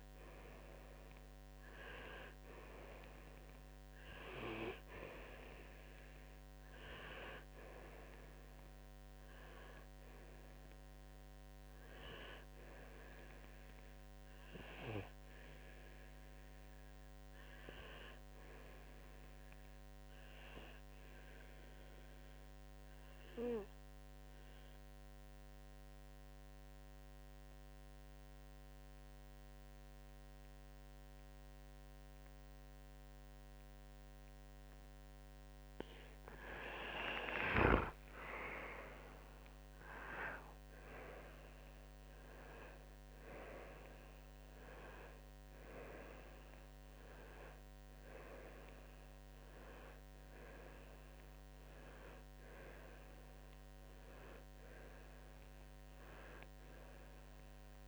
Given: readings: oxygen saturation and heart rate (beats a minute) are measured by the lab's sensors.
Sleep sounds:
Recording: breathing in sleep by a microphone on the trachea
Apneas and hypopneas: 1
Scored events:
20.50-35.50 s: obstructive apnea (oxygen 95% before, 93% lowest, heart rate 58 before, 46 extreme, up 5 after)
37.00-41.00 s: arousal
From the record:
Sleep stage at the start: N2 (light sleep)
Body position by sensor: on the right side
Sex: male

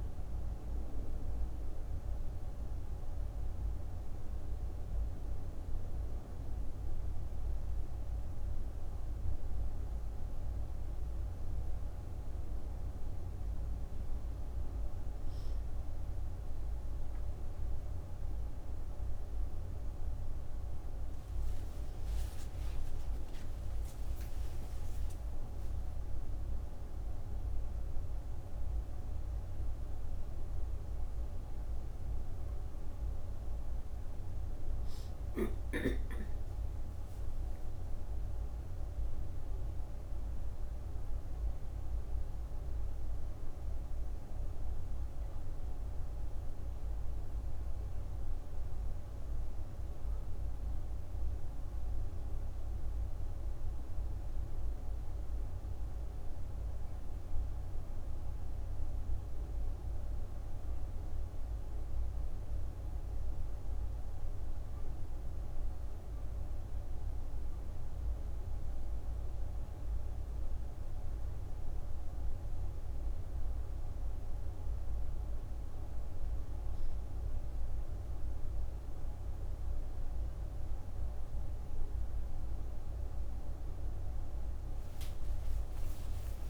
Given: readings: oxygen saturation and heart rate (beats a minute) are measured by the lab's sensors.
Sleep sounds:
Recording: breathing in sleep, hard to hear, by a room microphone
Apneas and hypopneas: none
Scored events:
33.00-37.00 s: arousal
85.50-86.50 s: arousal
From the record:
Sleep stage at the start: N1 (lightest sleep)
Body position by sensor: on the right side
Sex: female

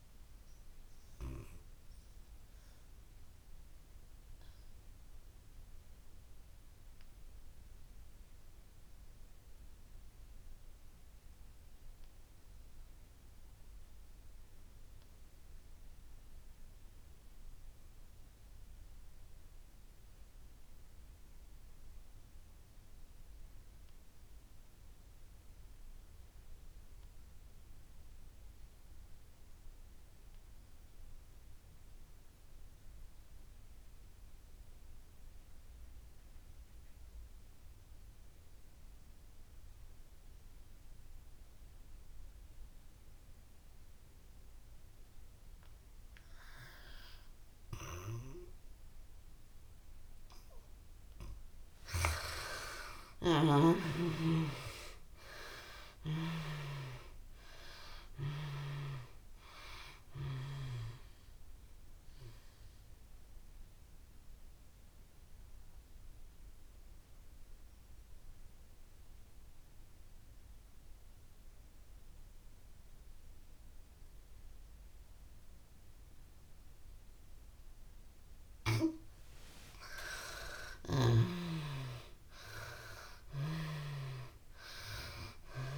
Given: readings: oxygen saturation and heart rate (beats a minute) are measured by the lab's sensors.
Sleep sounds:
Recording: breathing in sleep by a room microphone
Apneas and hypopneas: 2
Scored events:
0.00-20.00 s: oxygen desaturation (device-marked, oxygen 64% lowest)
0.50-50.50 s: obstructive apnea (oxygen 96% before, 56% lowest)
22.00-80.00 s: oxygen desaturation (device-marked, oxygen 95% before, 56% lowest)
52.00-57.50 s: arousal
61.50-79.00 s: mixed apnea (oxygen 83% before, 56% lowest)
80.00-85.50 s: arousal
From the record:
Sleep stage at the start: N2 (light sleep)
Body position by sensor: on the back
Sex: female

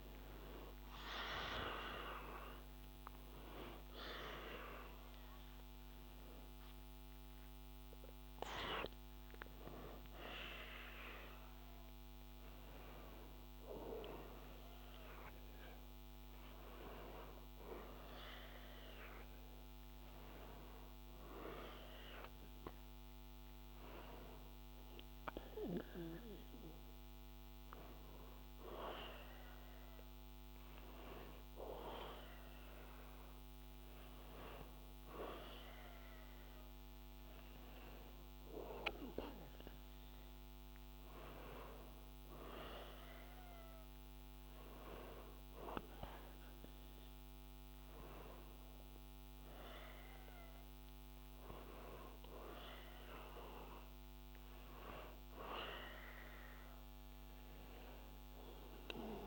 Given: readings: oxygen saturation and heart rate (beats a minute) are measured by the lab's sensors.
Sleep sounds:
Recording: breathing in sleep by a microphone on the trachea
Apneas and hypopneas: none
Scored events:
3.00-9.50 s: arousal
From the record:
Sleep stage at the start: N1 (lightest sleep)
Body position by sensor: on the back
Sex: male

